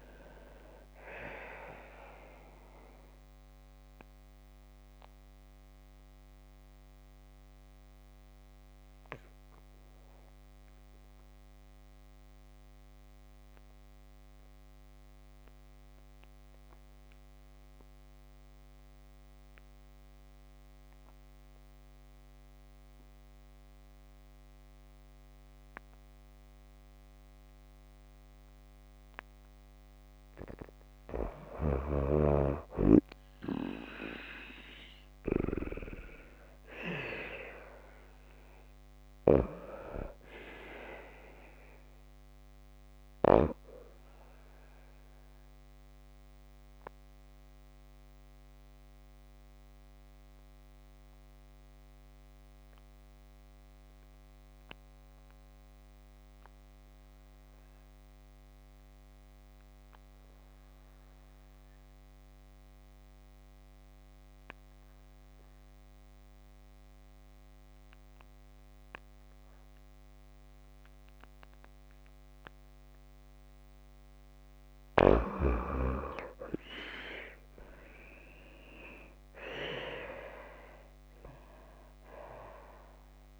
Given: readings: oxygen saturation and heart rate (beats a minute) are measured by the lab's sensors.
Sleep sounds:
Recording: breathing in sleep by a microphone on the trachea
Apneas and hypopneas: 2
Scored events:
0.00-5.50 s: oxygen desaturation (device-marked, oxygen 86% lowest, heart rate 53 extreme)
2.50-29.50 s: obstructive apnea (oxygen 94% before, 87% lowest, heart rate 56 before, 53 extreme, up 41 after)
32.50-42.50 s: oxygen desaturation (device-marked, oxygen 95% before, 89% lowest, heart rate 55 before, 53 extreme)
33.00-37.50 s: arousal
45.00-72.50 s: obstructive apnea (oxygen 95% before, 87% lowest, heart rate 68 before, 52 extreme, up 36 after)
69.50-81.50 s: oxygen desaturation (device-marked, oxygen 95% before, 87% lowest, heart rate 54 before, 58 extreme)
79.50-83.40 s: arousal
From the record:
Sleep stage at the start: N2 (light sleep)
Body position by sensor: on the back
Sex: female

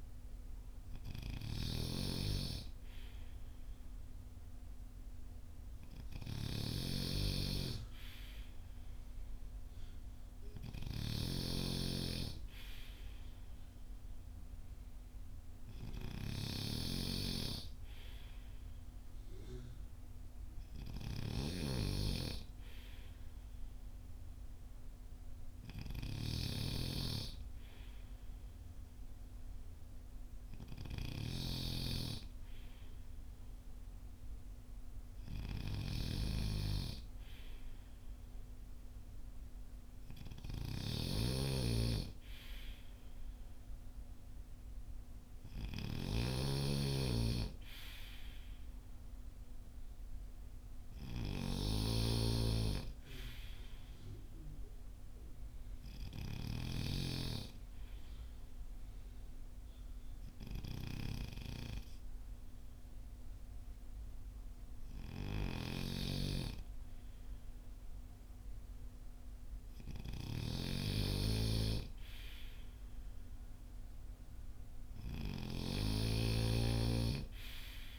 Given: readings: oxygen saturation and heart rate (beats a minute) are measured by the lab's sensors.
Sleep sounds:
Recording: breathing in sleep by a room microphone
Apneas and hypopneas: none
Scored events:
0.00-77.99 s: snoring (device-marked)
From the record:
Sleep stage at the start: N2 (light sleep)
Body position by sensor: on the front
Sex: male

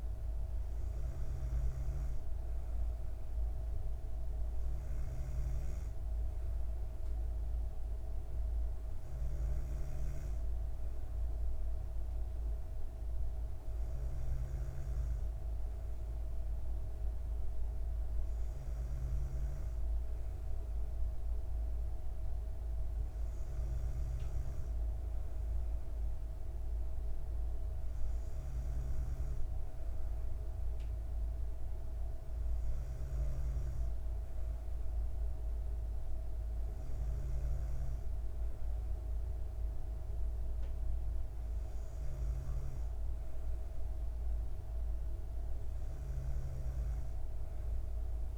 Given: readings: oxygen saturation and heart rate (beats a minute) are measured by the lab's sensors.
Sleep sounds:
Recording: breathing in sleep, hard to hear, by a room microphone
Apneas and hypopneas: none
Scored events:
none scored
From the record:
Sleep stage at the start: N2 (light sleep)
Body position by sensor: on the back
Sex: female

